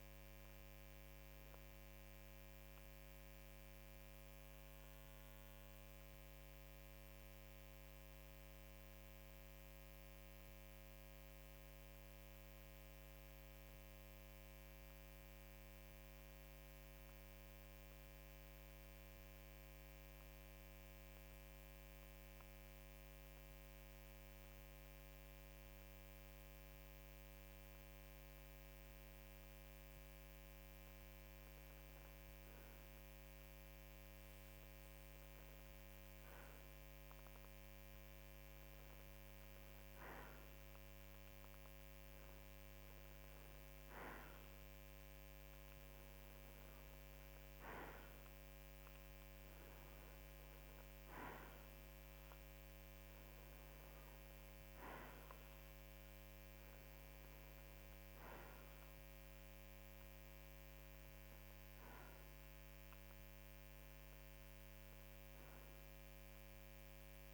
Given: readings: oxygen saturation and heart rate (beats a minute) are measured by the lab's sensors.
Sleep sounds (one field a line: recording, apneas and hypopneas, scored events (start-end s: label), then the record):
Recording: breathing in sleep, hard to hear, by a microphone on the trachea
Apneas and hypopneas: 1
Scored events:
0.00-8.50 s: oxygen desaturation (device-marked, oxygen 92% lowest, heart rate 54 extreme)
2.00-5.50 s: arousal
8.00-31.50 s: obstructive apnea (oxygen 95% before, 92% lowest, heart rate 54 before, 52 extreme, up 0 after)
From the record:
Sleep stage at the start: N2 (light sleep)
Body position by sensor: on the right side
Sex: male